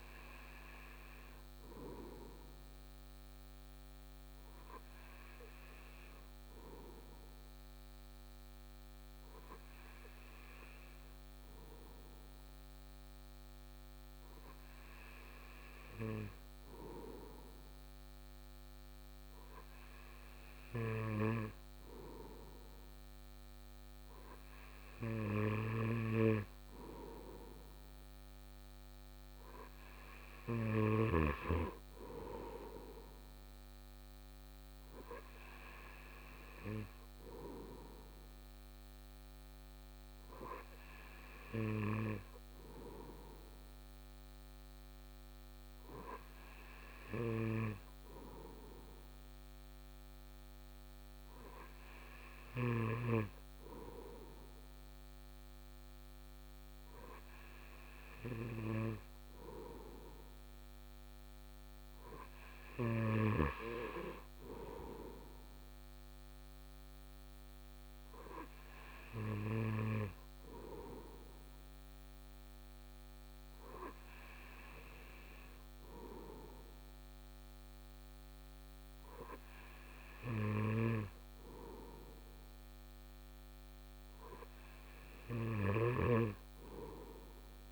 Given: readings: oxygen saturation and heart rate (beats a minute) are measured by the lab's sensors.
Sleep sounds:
breathing in sleep by a microphone on the trachea; none
25.00-31.00 s: snoring (device-marked)
From the record:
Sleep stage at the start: N2 (light sleep); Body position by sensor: on the right side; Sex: male

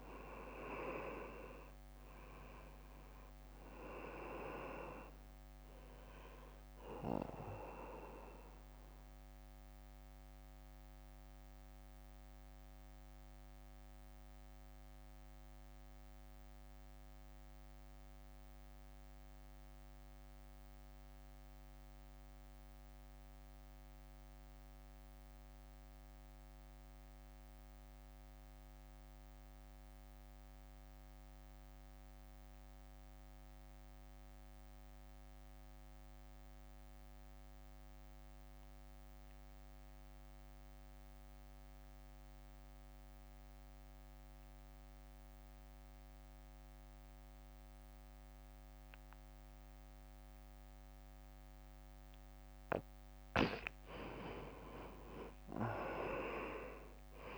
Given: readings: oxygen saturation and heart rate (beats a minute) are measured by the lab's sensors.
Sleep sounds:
breathing in sleep by a microphone on the trachea; 1
0.00-12.50 s: oxygen desaturation (device-marked, oxygen 89% lowest, heart rate 52 extreme)
0.00-15.50 s: drop in pulse transit time (device-marked, heart rate 53 extreme)
9.00-51.00 s: mixed apnea (oxygen 96% before, 83% lowest, heart rate 58 before, 54 extreme, up 8 after)
19.50-31.50 s: oxygen desaturation (device-marked, oxygen 90% before, 84% lowest, heart rate 58 before, 57 extreme)
42.50-57.38 s: oxygen desaturation (device-marked, oxygen 99% before, 89% lowest, heart rate 64 before, 54 extreme)
52.50-57.38 s: drop in pulse transit time (device-marked, heart rate 61 before, 55 extreme)
From the record:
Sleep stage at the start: N2 (light sleep); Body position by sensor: on the right side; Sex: male

